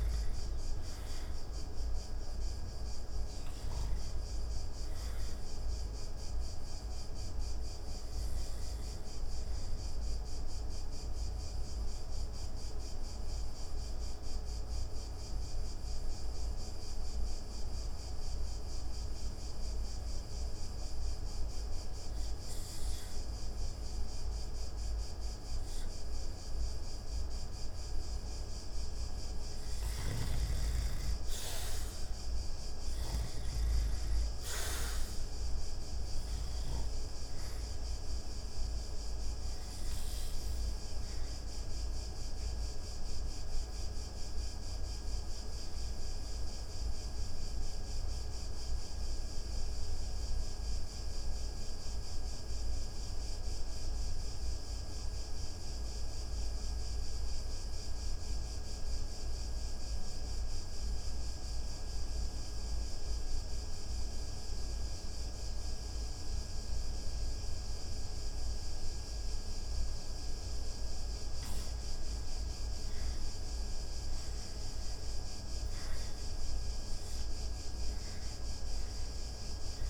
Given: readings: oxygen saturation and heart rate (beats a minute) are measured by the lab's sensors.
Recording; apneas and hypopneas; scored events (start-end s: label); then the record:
breathing in sleep, hard to hear, by a room microphone; 2
4.50-21.50 s: oxygen desaturation (device-marked, oxygen 96% before, 90% lowest)
5.50-28.50 s: obstructive apnea (oxygen 96% before, 86% lowest)
31.00-36.00 s: arousal
36.50-70.50 s: oxygen desaturation (device-marked, oxygen 96% before, 86% lowest)
43.00-71.00 s: central apnea (oxygen 96% before, 82% lowest)
74.00-78.00 s: arousal
From the record:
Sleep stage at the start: N2 (light sleep); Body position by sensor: on the back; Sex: male